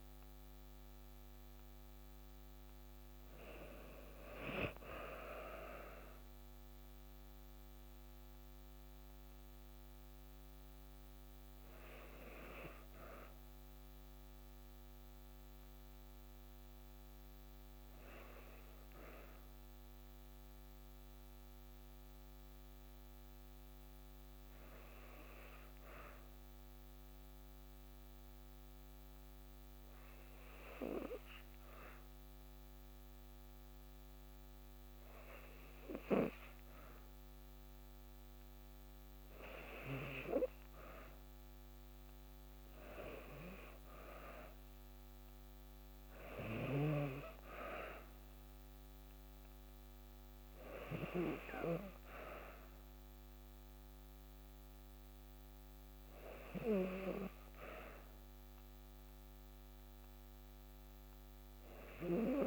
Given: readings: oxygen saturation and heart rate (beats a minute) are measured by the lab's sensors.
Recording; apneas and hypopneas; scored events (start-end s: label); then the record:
breathing in sleep by a microphone on the trachea; 1
5.50-9.50 s: arousal
12.50-35.50 s: hypopnea (oxygen 96% before, 93% lowest, heart rate 55 before, 54 extreme, up 2 after)
38.00-41.00 s: arousal
From the record:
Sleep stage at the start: N2 (light sleep); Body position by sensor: on the back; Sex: female